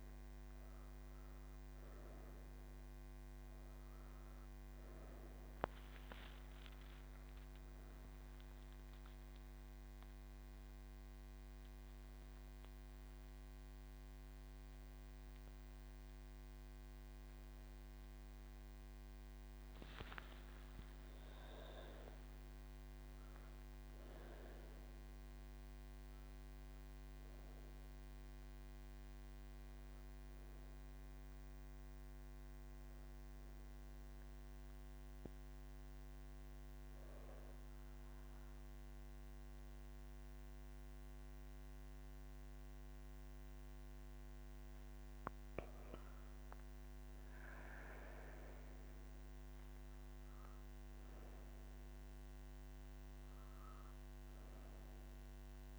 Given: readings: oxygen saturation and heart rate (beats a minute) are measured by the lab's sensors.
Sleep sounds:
breathing in sleep, hard to hear, by a microphone on the trachea; 1
34.50-46.00 s: obstructive apnea (oxygen 97% before, 95% lowest)
From the record:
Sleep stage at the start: N1 (lightest sleep); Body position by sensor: on the right side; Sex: female

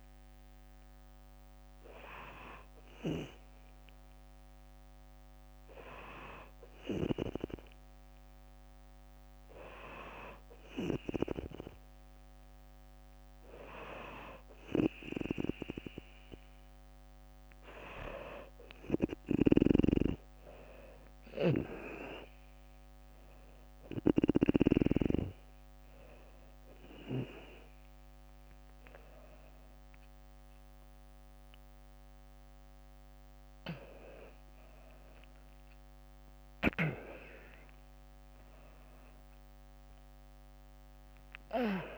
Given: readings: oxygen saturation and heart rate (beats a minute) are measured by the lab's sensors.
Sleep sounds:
breathing in sleep by a microphone on the trachea; none
18.50-23.50 s: snoring (device-marked)
28.00-41.98 s: tachycardia (device-marked, heart rate 64 before, 172 extreme)
29.50-31.50 s: long interval between heartbeats (device-marked, heart rate 65 before, 82 extreme)
32.00-36.00 s: drop in pulse transit time (device-marked, heart rate 69 before, 116 extreme)
33.50-35.50 s: long interval between heartbeats (device-marked, heart rate 72 before, 130 extreme)
36.00-41.98 s: new sleep stage, awake
36.50-38.50 s: long interval between heartbeats (device-marked, heart rate 83 before, 163 extreme)
39.00-41.98 s: drop in pulse transit time (device-marked, heart rate 99 before, 65 extreme)
From the record:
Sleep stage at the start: N2 (light sleep); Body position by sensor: on the back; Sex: female

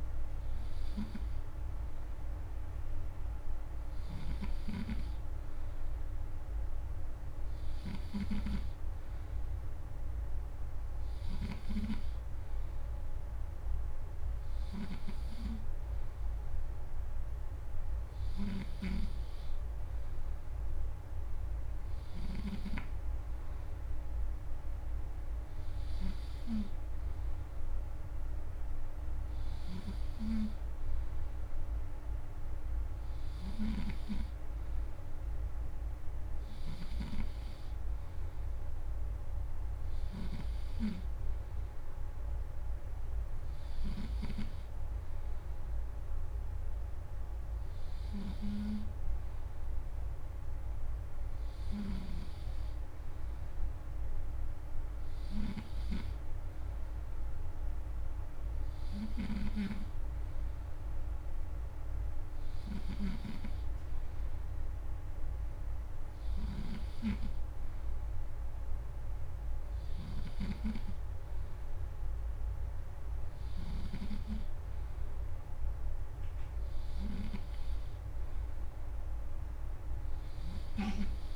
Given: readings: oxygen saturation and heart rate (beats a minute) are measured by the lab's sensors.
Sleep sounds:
breathing in sleep by a room microphone; none
4.00-22.50 s: snoring (device-marked)
66.00-74.00 s: snoring (device-marked)
From the record:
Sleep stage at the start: N2 (light sleep); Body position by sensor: on the back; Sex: male

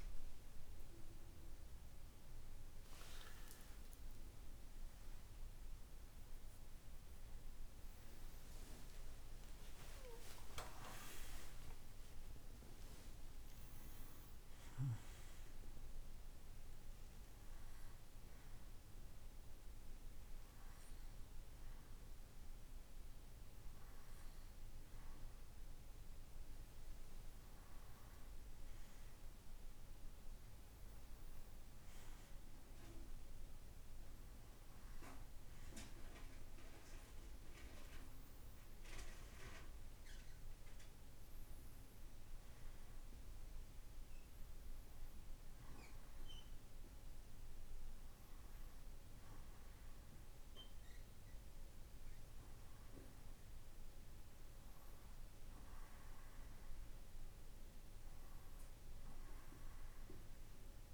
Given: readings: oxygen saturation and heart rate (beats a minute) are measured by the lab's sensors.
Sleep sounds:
breathing in sleep by a room microphone; none
2.50-7.50 s: arousal
From the record:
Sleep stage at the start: N2 (light sleep); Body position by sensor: on the right side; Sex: male

